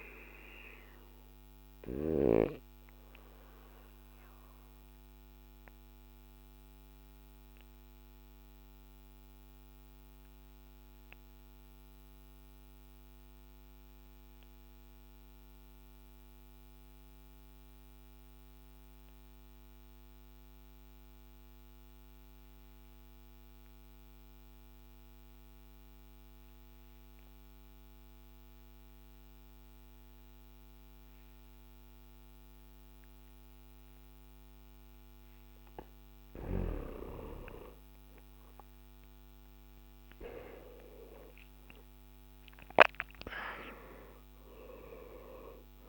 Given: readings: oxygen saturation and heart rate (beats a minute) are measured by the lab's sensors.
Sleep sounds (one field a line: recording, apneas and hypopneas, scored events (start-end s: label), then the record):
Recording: breathing in sleep by a microphone on the trachea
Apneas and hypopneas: 1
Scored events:
0.00-28.00 s: oxygen desaturation (device-marked, oxygen 87% lowest, heart rate 52 extreme)
2.00-34.50 s: obstructive apnea (oxygen 98% before, 87% lowest, heart rate 55 before, 52 extreme, up 10 after)
37.50-42.50 s: arousal
41.00-45.89 s: oxygen desaturation (device-marked, oxygen 97% before, 87% lowest, heart rate 56 before, 54 extreme)
From the record:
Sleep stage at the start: N2 (light sleep)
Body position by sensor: on the back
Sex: male